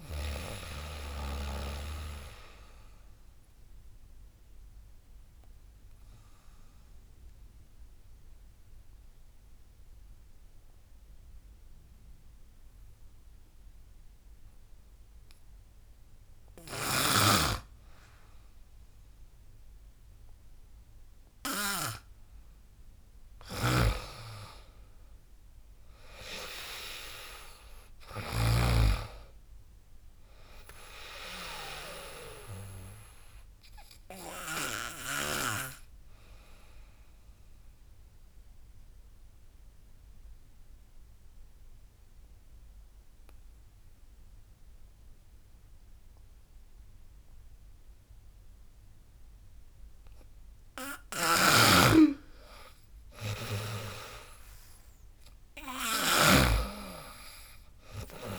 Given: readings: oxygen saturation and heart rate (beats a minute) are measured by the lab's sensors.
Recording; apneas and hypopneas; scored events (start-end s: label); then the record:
breathing in sleep by a room microphone; 2
0.00-6.00 s: drop in pulse transit time (device-marked, heart rate 86 extreme)
0.00-8.00 s: oxygen desaturation (device-marked, oxygen 94% lowest, heart rate 78 extreme)
3.00-20.00 s: obstructive apnea (oxygen 98% before, 93% lowest, heart rate 89 before, 74 extreme, up 11 after)
16.00-21.50 s: snoring (device-marked)
22.00-35.00 s: drop in pulse transit time (device-marked, heart rate 83 before, 83 extreme)
22.50-26.00 s: arousal
23.00-39.00 s: oxygen desaturation (device-marked, oxygen 99% before, 94% lowest, heart rate 83 before, 74 extreme)
34.00-50.00 s: obstructive apnea (oxygen 99% before, 92% lowest, heart rate 86 before, 74 extreme, up 16 after)
50.50-58.39 s: snoring (device-marked)
52.00-58.39 s: oxygen desaturation (device-marked, oxygen 99% before, 93% lowest, heart rate 79 before, 72 extreme)
52.50-55.00 s: arousal
53.00-58.39 s: drop in pulse transit time (device-marked, heart rate 79 before, 84 extreme)
From the record:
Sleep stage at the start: N2 (light sleep); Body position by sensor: on the back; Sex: female